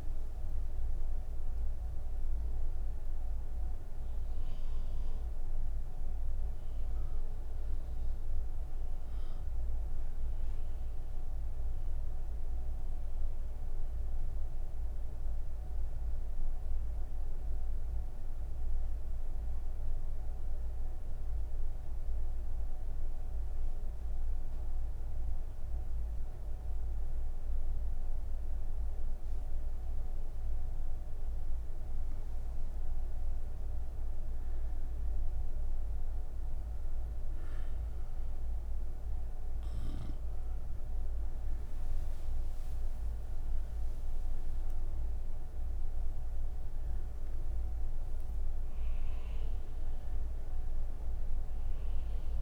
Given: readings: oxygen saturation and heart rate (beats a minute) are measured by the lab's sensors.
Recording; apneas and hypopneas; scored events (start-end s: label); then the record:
breathing in sleep, hard to hear, by a room microphone; 1
12.50-32.00 s: obstructive apnea (oxygen 99% before, 96% lowest)
From the record:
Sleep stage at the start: N2 (light sleep); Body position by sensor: on the right side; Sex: female